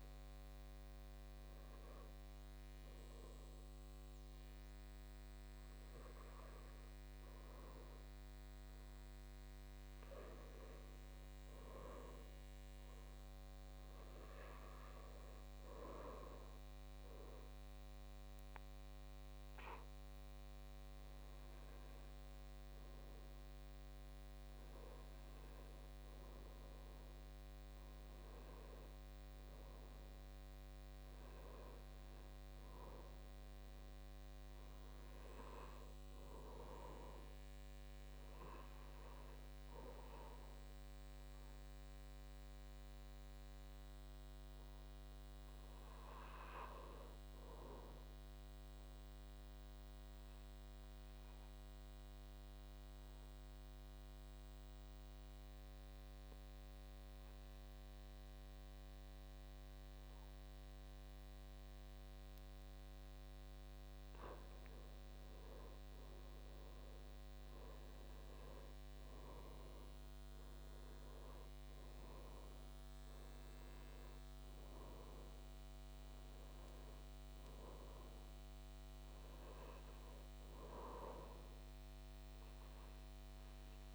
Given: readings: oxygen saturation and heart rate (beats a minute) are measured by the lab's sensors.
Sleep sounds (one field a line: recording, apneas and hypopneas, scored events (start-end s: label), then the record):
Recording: breathing in sleep by a microphone on the trachea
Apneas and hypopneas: 2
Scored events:
0.00-3.50 s: oxygen desaturation (device-marked, oxygen 94% lowest, heart rate 55 extreme)
1.00-19.50 s: hypopnea (oxygen 97% before, 92% lowest, heart rate 60 before, 54 extreme, up 5 after)
21.00-24.50 s: arousal
27.50-50.50 s: oxygen desaturation (device-marked, oxygen 97% before, 93% lowest, heart rate 58 before, 54 extreme)
49.50-64.00 s: obstructive apnea (oxygen 96% before, 88% lowest, heart rate 58 before, 55 extreme, up 7 after)
65.50-69.00 s: arousal
68.50-83.95 s: oxygen desaturation (device-marked, oxygen 96% before, 88% lowest, heart rate 59 before, 49 extreme)
From the record:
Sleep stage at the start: N2 (light sleep)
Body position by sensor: on the back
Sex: male